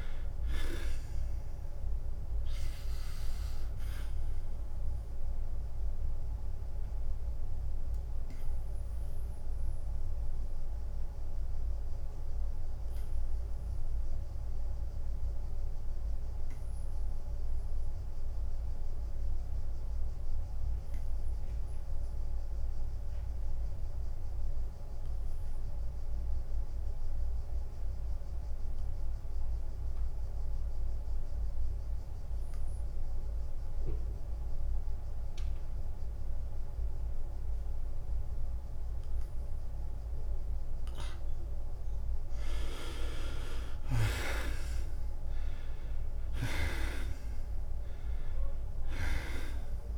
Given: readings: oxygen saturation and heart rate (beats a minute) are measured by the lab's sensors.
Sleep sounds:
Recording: breathing in sleep by a room microphone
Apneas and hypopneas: 1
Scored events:
0.00-7.50 s: drop in pulse transit time (device-marked, heart rate 87 extreme)
7.00-41.50 s: obstructive apnea (oxygen 97% before, 74% lowest, heart rate 89 before, 76 extreme, up 13 after)
22.50-37.50 s: oxygen desaturation (device-marked, oxygen 97% before, 74% lowest, heart rate 91 before, 76 extreme)
42.50-49.97 s: drop in pulse transit time (device-marked, heart rate 79 before, 80 extreme)
44.50-49.97 s: arousal
From the record:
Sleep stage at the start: N2 (light sleep)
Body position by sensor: on the back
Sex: male

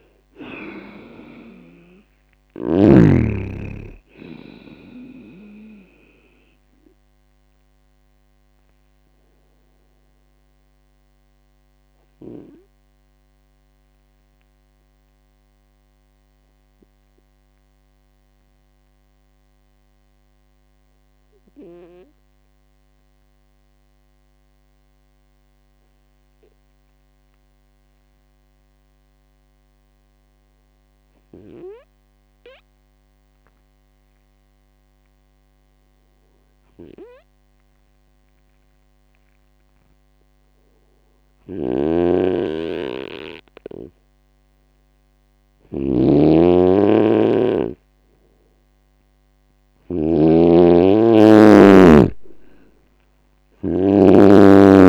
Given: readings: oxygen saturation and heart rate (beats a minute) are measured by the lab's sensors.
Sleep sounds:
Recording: breathing in sleep by a microphone on the trachea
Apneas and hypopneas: 1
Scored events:
0.00-3.00 s: snoring (device-marked)
0.00-9.50 s: oxygen desaturation (device-marked, oxygen 94% lowest, heart rate 63 extreme)
7.00-45.50 s: obstructive apnea (oxygen 99% before, 92% lowest, heart rate 70 before, 62 extreme, up 0 after)
22.50-30.50 s: oxygen desaturation (device-marked, oxygen 95% before, 92% lowest, heart rate 68 before, 62 extreme)
41.50-50.00 s: snoring (device-marked)
From the record:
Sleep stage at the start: N2 (light sleep)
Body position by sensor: on the right side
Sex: male

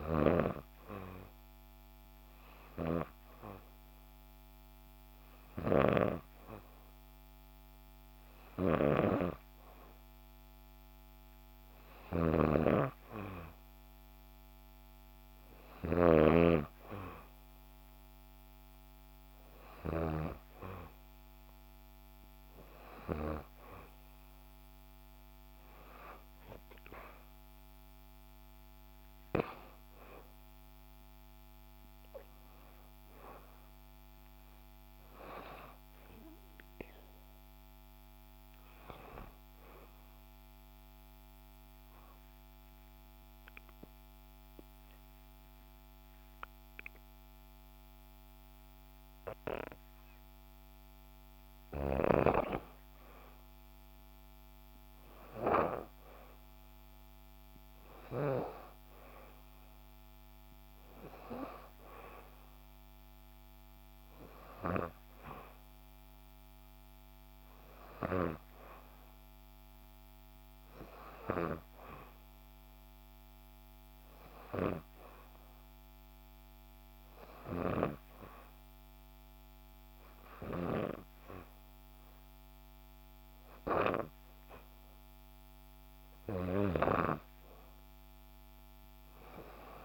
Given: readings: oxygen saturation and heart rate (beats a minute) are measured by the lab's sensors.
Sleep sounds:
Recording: breathing in sleep by a microphone on the trachea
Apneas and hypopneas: 3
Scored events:
1.00-13.50 s: hypopnea (oxygen 95% before, 91% lowest, heart rate 65 before, 64 extreme, up 1 after)
15.00-18.50 s: arousal
40.00-51.50 s: obstructive apnea (oxygen 94% before, 91% lowest, heart rate 65 before, 64 extreme, up 1 after)
56.50-60.50 s: arousal
60.00-69.00 s: oxygen desaturation (device-marked, oxygen 94% before, 91% lowest, heart rate 64 before, 64 extreme)
73.50-85.00 s: obstructive apnea (oxygen 95% before, 91% lowest, heart rate 64 before, 64 extreme, up 2 after)
87.50-89.85 s: arousal
From the record:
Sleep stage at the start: N2 (light sleep)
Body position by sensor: on the back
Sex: female

